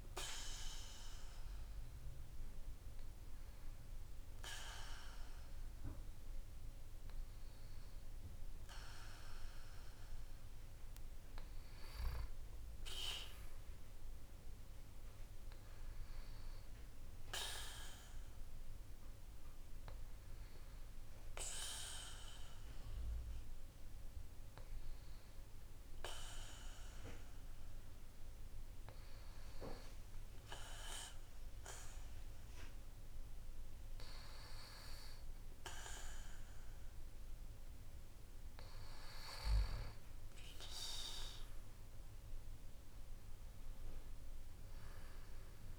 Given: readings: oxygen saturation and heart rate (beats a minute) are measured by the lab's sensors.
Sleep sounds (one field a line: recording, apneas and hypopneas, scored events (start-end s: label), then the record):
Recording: breathing in sleep by a room microphone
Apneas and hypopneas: none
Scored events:
none scored
From the record:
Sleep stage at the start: N2 (light sleep)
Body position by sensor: on the back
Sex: male